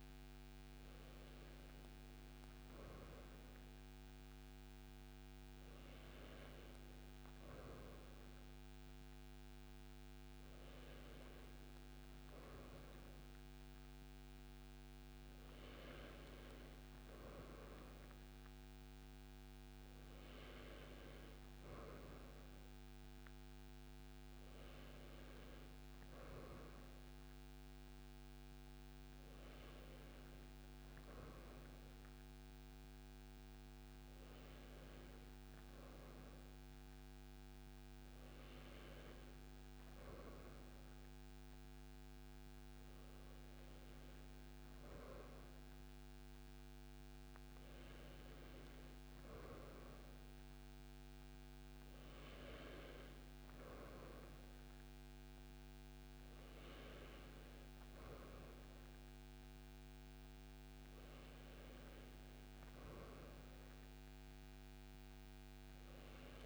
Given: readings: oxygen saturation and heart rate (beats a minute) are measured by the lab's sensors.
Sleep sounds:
breathing in sleep, hard to hear, by a microphone on the trachea; none
none scored
From the record:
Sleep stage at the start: N2 (light sleep); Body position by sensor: on the right side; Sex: male

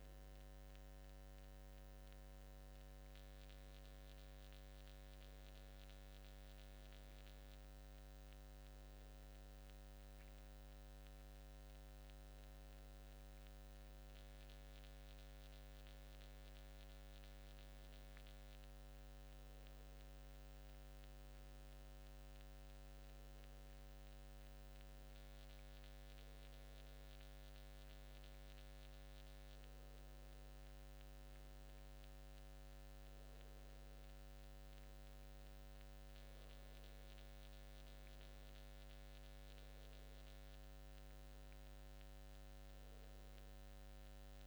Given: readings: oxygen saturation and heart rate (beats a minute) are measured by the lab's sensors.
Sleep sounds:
breathing in sleep, hard to hear, by a microphone on the trachea; none
9.00-11.00 s: long interval between heartbeats (device-marked, heart rate 85 before, 87 extreme)
From the record:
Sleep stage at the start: N2 (light sleep); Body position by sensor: on the back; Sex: male

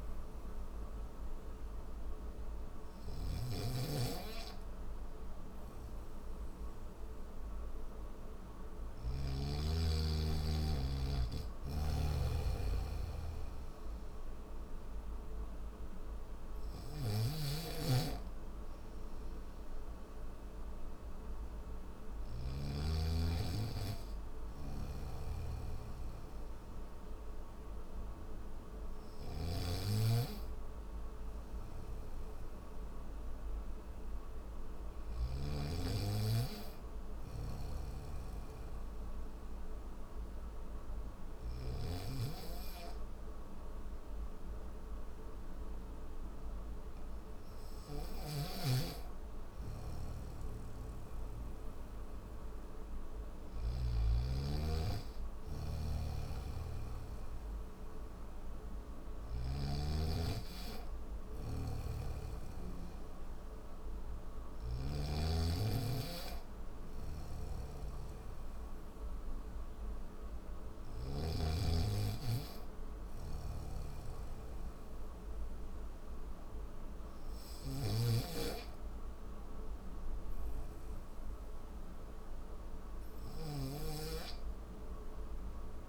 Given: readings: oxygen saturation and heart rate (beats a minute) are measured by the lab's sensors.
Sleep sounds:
breathing in sleep by a room microphone; none
0.00-9.00 s: snoring (device-marked)
11.00-22.00 s: snoring (device-marked)
24.00-35.00 s: snoring (device-marked)
37.00-41.50 s: snoring (device-marked)
47.50-53.50 s: snoring (device-marked)
55.50-59.00 s: snoring (device-marked)
61.00-85.89 s: snoring (device-marked)
From the record:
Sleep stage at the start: N3 (deep sleep); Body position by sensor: on the back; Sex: male

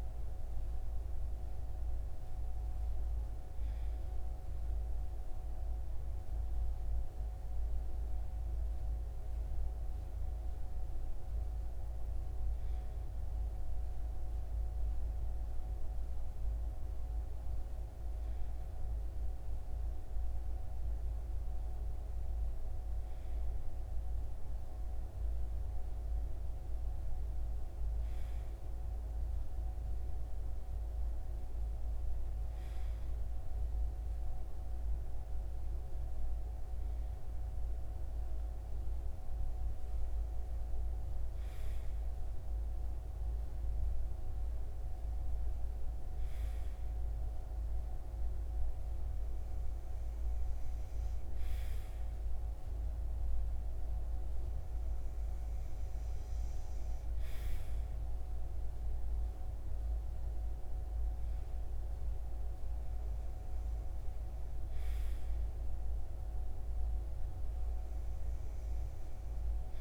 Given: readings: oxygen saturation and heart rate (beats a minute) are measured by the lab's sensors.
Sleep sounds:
breathing in sleep, hard to hear, by a room microphone; none
none scored
From the record:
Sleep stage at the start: REM sleep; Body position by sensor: on the right side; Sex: male

